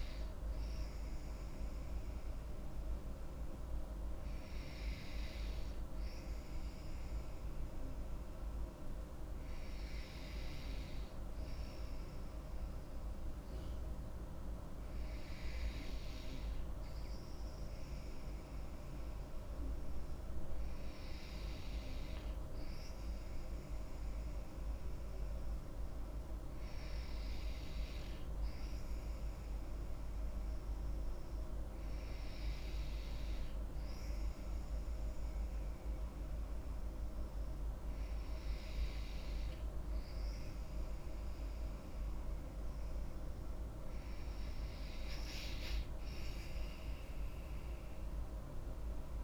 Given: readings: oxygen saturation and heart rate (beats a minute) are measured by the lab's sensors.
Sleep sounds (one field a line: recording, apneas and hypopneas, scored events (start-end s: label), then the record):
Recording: breathing in sleep, hard to hear, by a room microphone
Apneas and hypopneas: none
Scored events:
none scored
From the record:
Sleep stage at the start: N2 (light sleep)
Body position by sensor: on the back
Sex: female